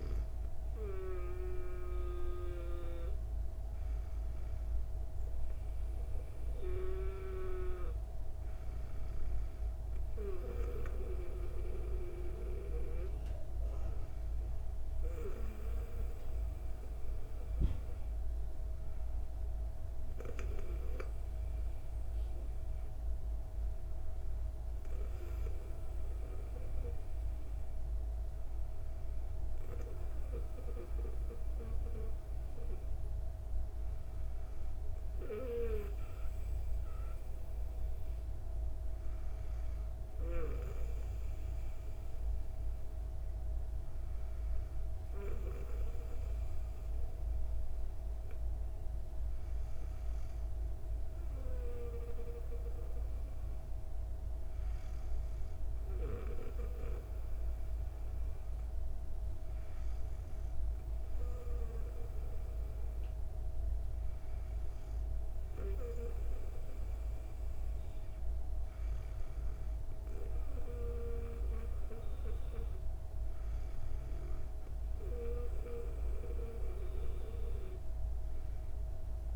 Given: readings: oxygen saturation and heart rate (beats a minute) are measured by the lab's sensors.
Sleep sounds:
breathing in sleep by a room microphone; none
none scored
From the record:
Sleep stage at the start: N2 (light sleep); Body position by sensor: on the back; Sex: female

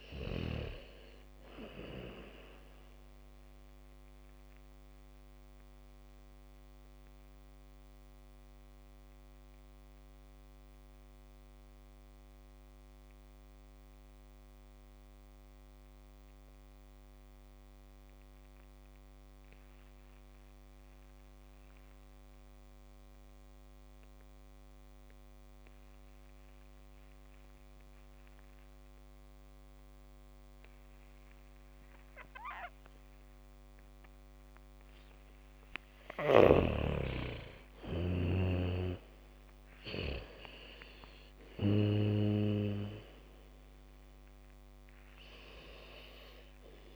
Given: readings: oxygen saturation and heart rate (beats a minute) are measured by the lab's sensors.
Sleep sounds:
breathing in sleep by a microphone on the trachea; 1
0.00-1.00 s: snoring (device-marked)
0.00-17.00 s: oxygen desaturation (device-marked, oxygen 74% lowest, heart rate 27 extreme)
5.00-34.50 s: mixed apnea (oxygen 99% before, 74% lowest, heart rate 51 before, 27 extreme, up 1 after)
29.00-46.96 s: oxygen desaturation (device-marked, oxygen 99% before, 77% lowest, heart rate 74 before, 27 extreme)
37.00-41.50 s: arousal
37.00-44.00 s: bradycardia (device-marked, heart rate 70 before, 27 extreme)
From the record:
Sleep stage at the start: N2 (light sleep); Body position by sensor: on the back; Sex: female

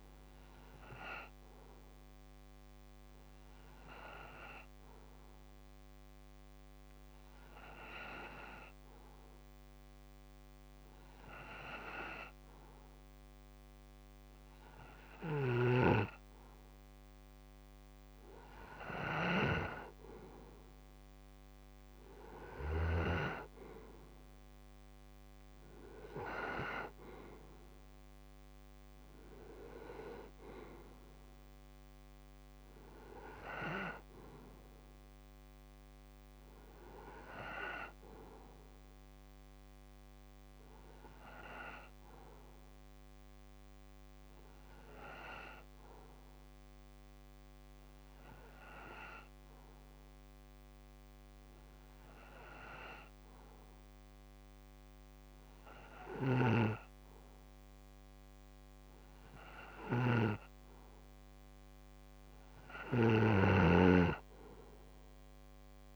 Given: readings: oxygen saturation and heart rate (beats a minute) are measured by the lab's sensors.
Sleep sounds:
breathing in sleep by a microphone on the trachea; 2
1.00-17.00 s: obstructive apnea (oxygen 96% before, 90% lowest)
18.50-41.50 s: oxygen desaturation (device-marked, oxygen 93% before, 90% lowest)
19.50-23.00 s: arousal
42.50-61.00 s: obstructive apnea (oxygen 93% before, 90% lowest)
56.00-65.96 s: snoring (device-marked)
62.50-65.96 s: oxygen desaturation (device-marked, oxygen 95% before, 90% lowest)
From the record:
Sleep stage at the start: N2 (light sleep); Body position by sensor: on the right side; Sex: male

